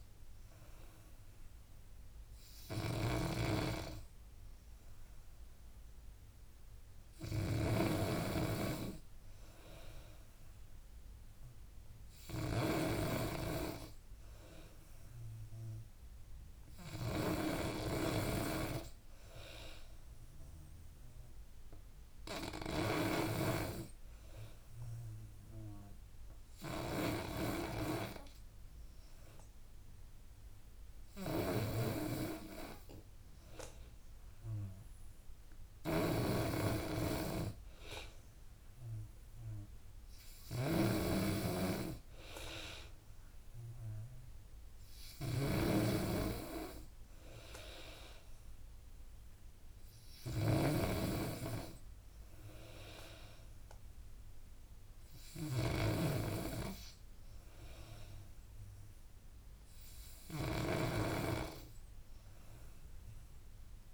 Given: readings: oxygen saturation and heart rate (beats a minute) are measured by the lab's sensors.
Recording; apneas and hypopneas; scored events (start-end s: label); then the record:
breathing in sleep by a room microphone; none
0.00-6.50 s: drop in pulse transit time (device-marked, heart rate 74 extreme)
0.00-7.50 s: oxygen desaturation (device-marked, oxygen 91% lowest, heart rate 73 extreme)
0.00-63.94 s: snoring (device-marked)
From the record:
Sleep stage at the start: N2 (light sleep); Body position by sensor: on the back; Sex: female